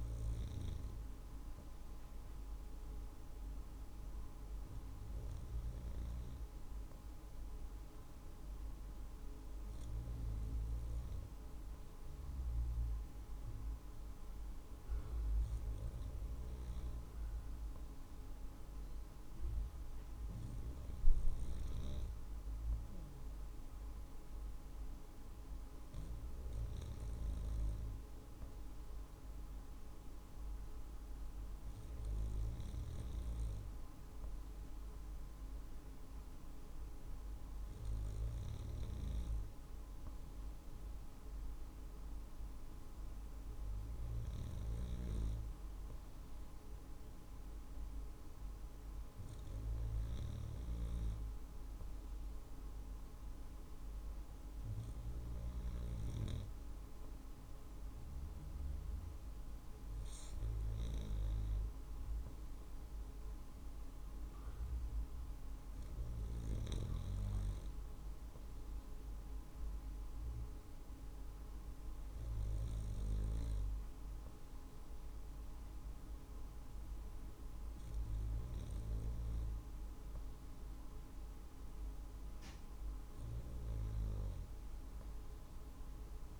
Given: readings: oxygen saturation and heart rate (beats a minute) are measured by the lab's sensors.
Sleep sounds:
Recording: breathing in sleep, hard to hear, by a room microphone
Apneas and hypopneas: none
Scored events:
none scored
From the record:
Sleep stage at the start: N2 (light sleep)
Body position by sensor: on the right side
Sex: male

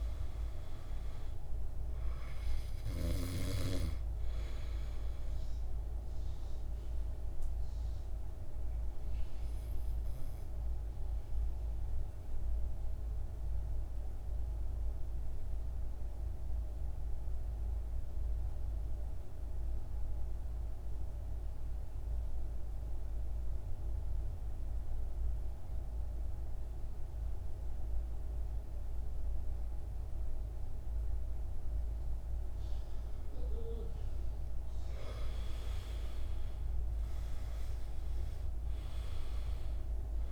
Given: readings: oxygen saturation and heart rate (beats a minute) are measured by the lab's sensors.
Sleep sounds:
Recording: breathing in sleep, hard to hear, by a room microphone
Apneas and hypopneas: 1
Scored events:
0.00-1.00 s: arousal
0.00-22.50 s: oxygen desaturation (device-marked, oxygen 83% lowest, heart rate 53 extreme)
5.00-33.50 s: obstructive apnea (oxygen 99% before, 82% lowest, heart rate 59 before, 52 extreme, up 11 after)
35.50-39.00 s: arousal
36.50-40.32 s: oxygen desaturation (device-marked, oxygen 98% before, 82% lowest, heart rate 55 before, 52 extreme)
From the record:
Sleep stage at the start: N2 (light sleep)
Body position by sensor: on the back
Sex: male

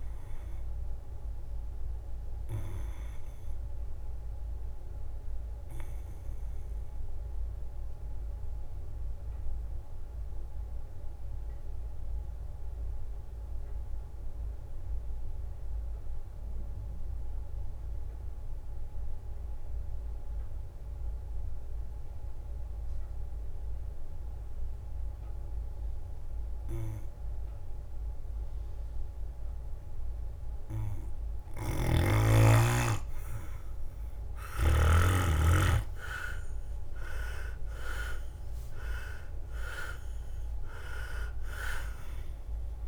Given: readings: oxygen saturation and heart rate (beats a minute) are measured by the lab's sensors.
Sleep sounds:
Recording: breathing in sleep by a room microphone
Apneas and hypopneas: 1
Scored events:
0.00-4.00 s: drop in pulse transit time (device-marked, heart rate 66 extreme)
0.00-16.00 s: oxygen desaturation (device-marked, oxygen 97% before, 89% lowest, heart rate 66 before, 61 extreme)
3.50-30.50 s: obstructive apnea (oxygen 100% before, 89% lowest, heart rate 67 before, 61 extreme, up 10 after)
31.00-32.00 s: drop in pulse transit time (device-marked, heart rate 63 before, 61 extreme)
31.00-42.88 s: oxygen desaturation (device-marked, oxygen 100% before, 90% lowest, heart rate 63 before, 60 extreme)
31.50-35.00 s: snoring (device-marked)
33.00-35.00 s: leg movement (device-marked)
35.50-40.00 s: arousal
36.00-42.88 s: drop in pulse transit time (device-marked, heart rate 63 before, 66 extreme)
From the record:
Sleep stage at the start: N2 (light sleep)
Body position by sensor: on the back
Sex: male

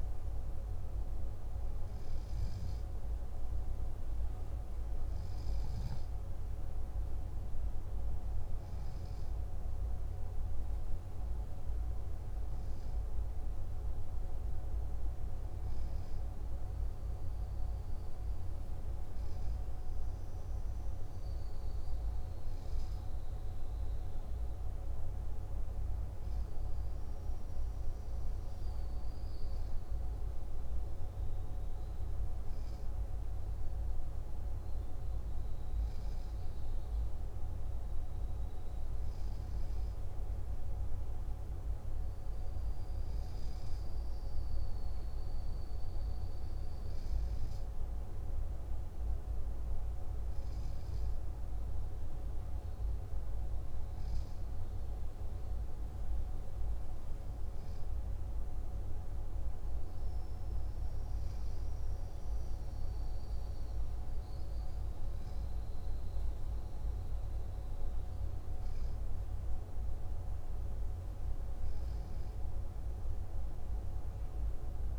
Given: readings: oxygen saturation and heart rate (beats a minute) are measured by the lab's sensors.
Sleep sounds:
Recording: breathing in sleep, hard to hear, by a room microphone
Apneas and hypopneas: none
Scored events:
65.50-74.99 s: new sleep stage, N3 (deep sleep)
From the record:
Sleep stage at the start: N2 (light sleep)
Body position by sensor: on the left side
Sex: male

